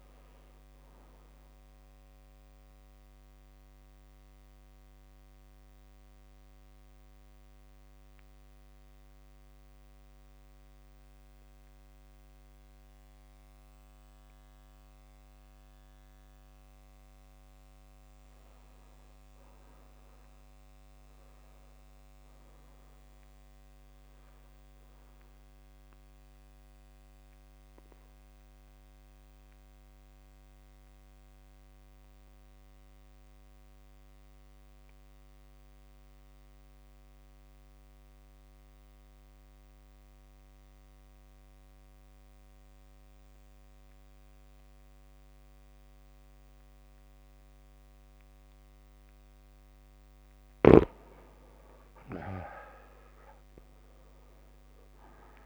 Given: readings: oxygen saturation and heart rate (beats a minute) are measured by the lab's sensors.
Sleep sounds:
breathing in sleep, hard to hear, by a microphone on the trachea; 2
0.00-11.00 s: oxygen desaturation (device-marked, oxygen 89% lowest)
3.00-18.00 s: mixed apnea (oxygen 98% before, 91% lowest)
19.50-21.50 s: long interval between heartbeats (device-marked)
19.50-22.50 s: arousal
26.50-49.50 s: mixed apnea (oxygen 100% before, 91% lowest)
52.00-55.46 s: arousal
From the record:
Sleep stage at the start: N2 (light sleep); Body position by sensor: on the back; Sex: male

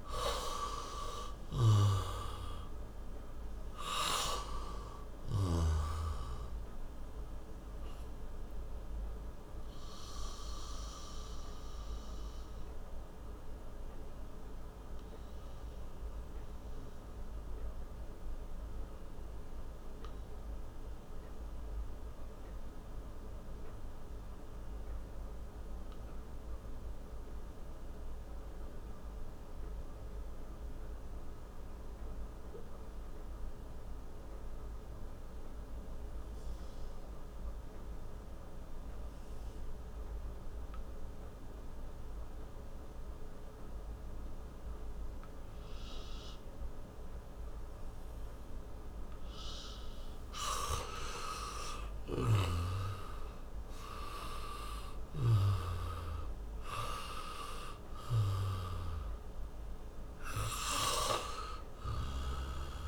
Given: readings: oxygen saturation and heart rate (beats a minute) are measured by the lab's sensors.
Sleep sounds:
breathing in sleep by a room microphone; 1
0.00-1.00 s: arousal
0.00-30.50 s: oxygen desaturation (device-marked, oxygen 85% lowest)
8.00-48.50 s: mixed apnea (oxygen 98% before, 85% lowest)
50.50-62.88 s: oxygen desaturation (device-marked, oxygen 97% before, 86% lowest)
52.00-57.50 s: arousal
From the record:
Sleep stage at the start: N2 (light sleep); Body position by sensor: on the back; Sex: male

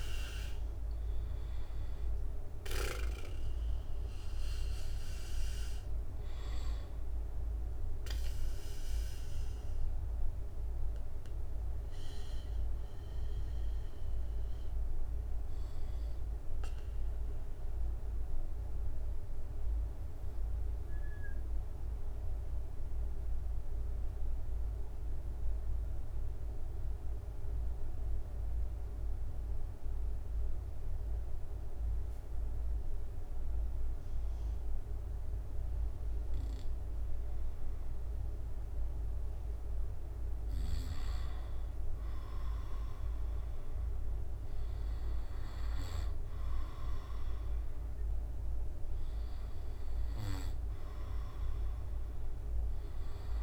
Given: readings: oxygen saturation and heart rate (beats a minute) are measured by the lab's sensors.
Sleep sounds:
breathing in sleep, hard to hear, by a room microphone; 1
0.00-1.50 s: drop in pulse transit time (device-marked, heart rate 71 extreme)
0.00-14.50 s: oxygen desaturation (device-marked, oxygen 90% lowest, heart rate 67 extreme)
9.50-39.00 s: obstructive apnea (oxygen 93% before, 90% lowest, heart rate 75 before, 67 extreme, up 1 after)
35.50-53.43 s: oxygen desaturation (device-marked, oxygen 97% before, 92% lowest, heart rate 71 before, 68 extreme)
40.50-45.00 s: arousal
From the record:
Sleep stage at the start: N2 (light sleep); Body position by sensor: on the back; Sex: male

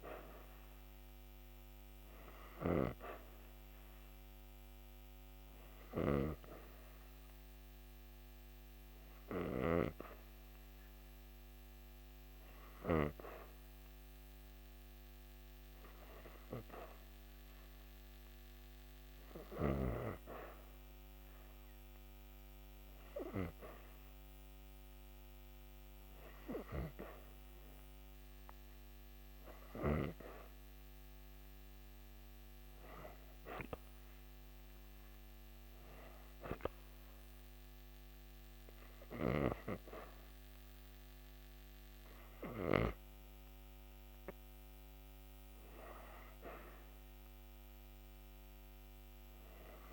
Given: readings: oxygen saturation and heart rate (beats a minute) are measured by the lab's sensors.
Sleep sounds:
breathing in sleep by a microphone on the trachea; 1
0.00-23.50 s: oxygen desaturation (device-marked, oxygen 90% lowest)
7.00-27.50 s: hypopnea (oxygen 96% before, 90% lowest)
29.00-32.00 s: arousal
40.50-49.93 s: oxygen desaturation (device-marked, oxygen 95% before, 90% lowest)
From the record:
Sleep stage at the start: REM sleep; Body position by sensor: on the back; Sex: female

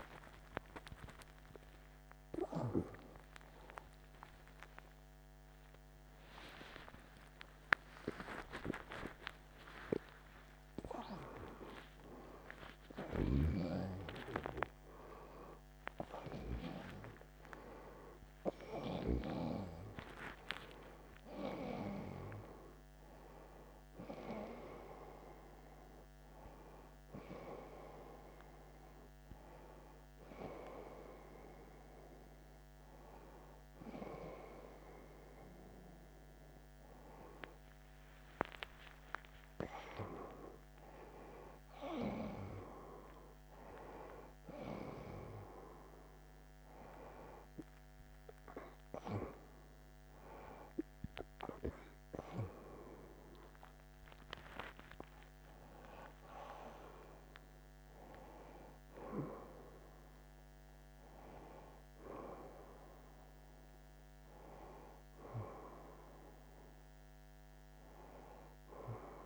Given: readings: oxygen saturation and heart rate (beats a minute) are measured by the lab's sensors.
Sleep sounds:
a person awake in a sleep study, by a microphone on the trachea; none
none scored
From the record:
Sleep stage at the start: awake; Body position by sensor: on the back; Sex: male

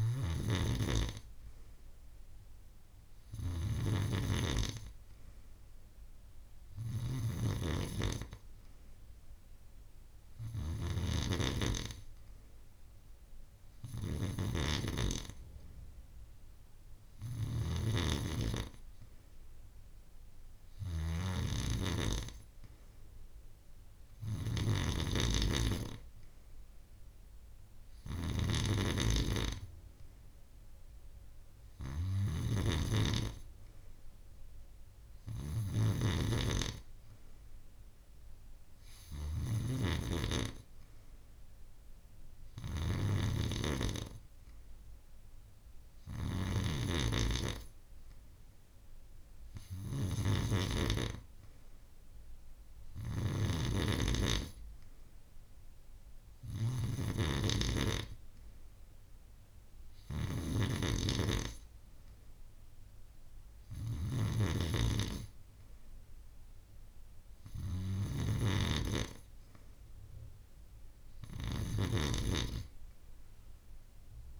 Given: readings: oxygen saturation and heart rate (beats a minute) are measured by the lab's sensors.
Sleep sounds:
breathing in sleep by a room microphone; none
none scored
From the record:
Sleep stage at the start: N3 (deep sleep); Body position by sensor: on the back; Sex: female

